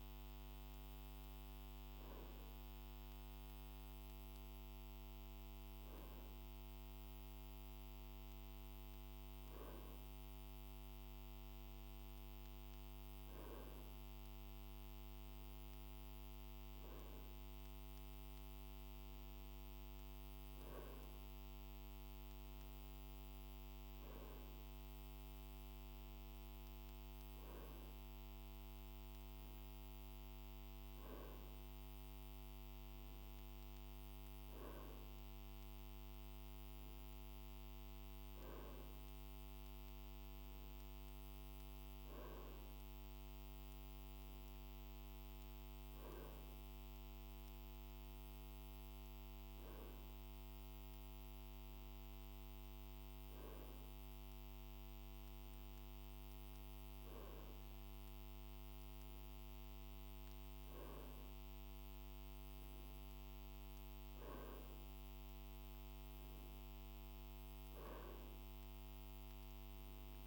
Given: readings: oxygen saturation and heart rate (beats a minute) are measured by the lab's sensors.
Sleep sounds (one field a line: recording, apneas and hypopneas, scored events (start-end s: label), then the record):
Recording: breathing in sleep, hard to hear, by a microphone on the trachea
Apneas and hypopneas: none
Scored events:
none scored
From the record:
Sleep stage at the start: N2 (light sleep)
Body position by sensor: on the right side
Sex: male